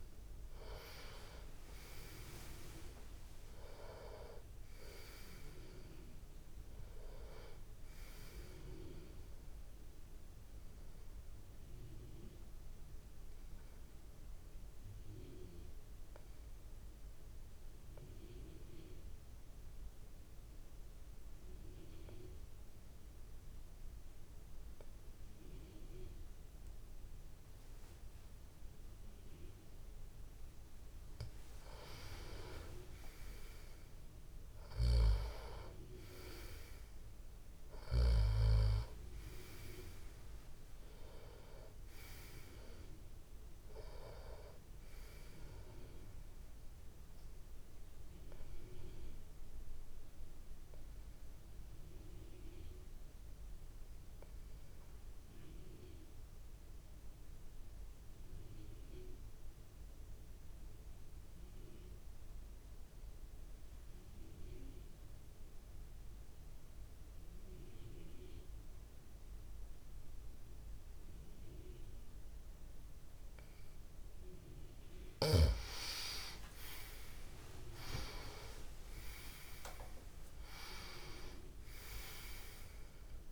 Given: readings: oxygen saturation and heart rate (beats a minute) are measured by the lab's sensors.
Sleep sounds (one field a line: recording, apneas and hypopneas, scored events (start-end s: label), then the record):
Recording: breathing in sleep by a room microphone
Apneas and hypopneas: 2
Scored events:
0.00-21.00 s: oxygen desaturation (device-marked, oxygen 96% before, 91% lowest)
10.50-30.50 s: obstructive apnea (oxygen 98% before, 91% lowest)
32.00-59.00 s: oxygen desaturation (device-marked, oxygen 98% before, 91% lowest)
33.00-38.00 s: arousal
34.50-38.00 s: snoring (device-marked)
47.50-73.00 s: obstructive apnea (oxygen 98% before, 89% lowest)
74.00-83.32 s: oxygen desaturation (device-marked, oxygen 97% before, 89% lowest)
75.00-79.00 s: arousal
From the record:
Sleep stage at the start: N2 (light sleep)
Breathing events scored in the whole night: 298 in 4.2 hours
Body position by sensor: on the back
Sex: male